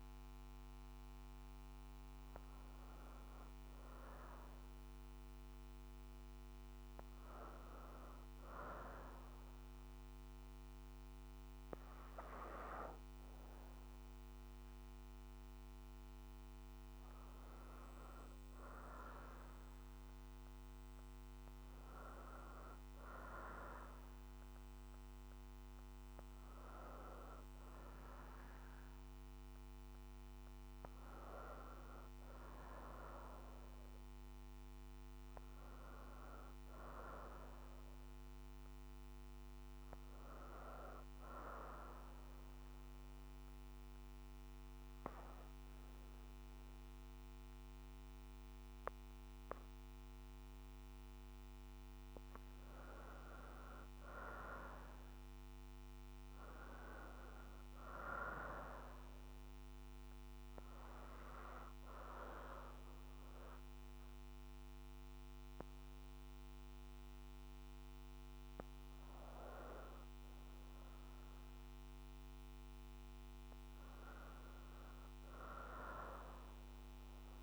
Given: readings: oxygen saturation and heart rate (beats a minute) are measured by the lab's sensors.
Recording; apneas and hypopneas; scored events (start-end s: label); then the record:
breathing in sleep by a microphone on the trachea; 1
29.50-34.00 s: arousal
41.50-53.00 s: obstructive apnea (oxygen 93% before, 87% lowest, heart rate 64 before, 59 extreme, up 2 after)
55.50-60.50 s: arousal
65.00-77.43 s: oxygen desaturation (device-marked, oxygen 94% before, 87% lowest, heart rate 61 before, 59 extreme)
From the record:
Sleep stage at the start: N2 (light sleep); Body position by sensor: on the back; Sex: female